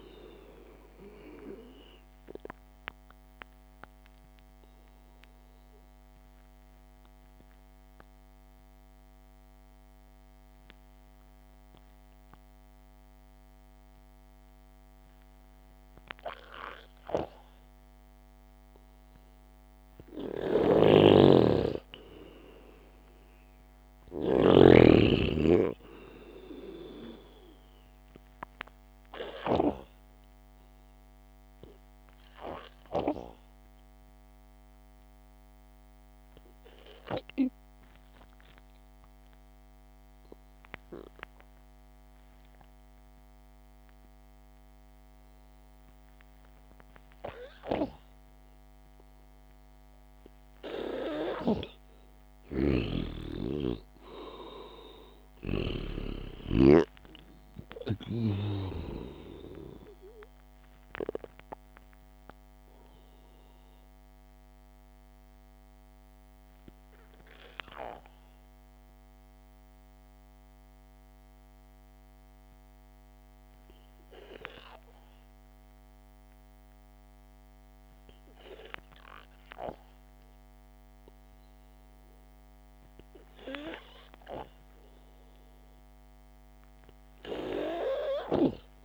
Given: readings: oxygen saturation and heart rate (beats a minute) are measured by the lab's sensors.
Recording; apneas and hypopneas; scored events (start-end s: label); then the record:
breathing in sleep by a microphone on the trachea; 3
0.00-9.50 s: oxygen desaturation (device-marked, oxygen 93% lowest, heart rate 56 extreme)
6.50-20.00 s: obstructive apnea (oxygen 98% before, 91% lowest, heart rate 60 before, 56 extreme, up 2 after)
16.50-25.50 s: oxygen desaturation (device-marked, oxygen 94% before, 91% lowest, heart rate 58 before, 56 extreme)
21.00-25.00 s: snoring (device-marked)
22.00-26.50 s: arousal
27.50-37.50 s: oxygen desaturation (device-marked, oxygen 97% before, 94% lowest, heart rate 60 before, 55 extreme)
32.00-47.50 s: obstructive apnea (oxygen 97% before, 91% lowest, heart rate 60 before, 55 extreme)
44.50-56.50 s: oxygen desaturation (device-marked, oxygen 95% before, 91% lowest, heart rate 63 before, 55 extreme)
52.50-56.00 s: snoring (device-marked)
54.00-59.50 s: arousal
65.00-84.00 s: obstructive apnea (oxygen 97% before, 90% lowest, heart rate 60 before, 55 extreme, up 0 after)
87.50-88.85 s: oxygen desaturation (device-marked, oxygen 98% before, 90% lowest, heart rate 64 before, 54 extreme)
From the record:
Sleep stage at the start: N2 (light sleep); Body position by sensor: on the back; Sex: male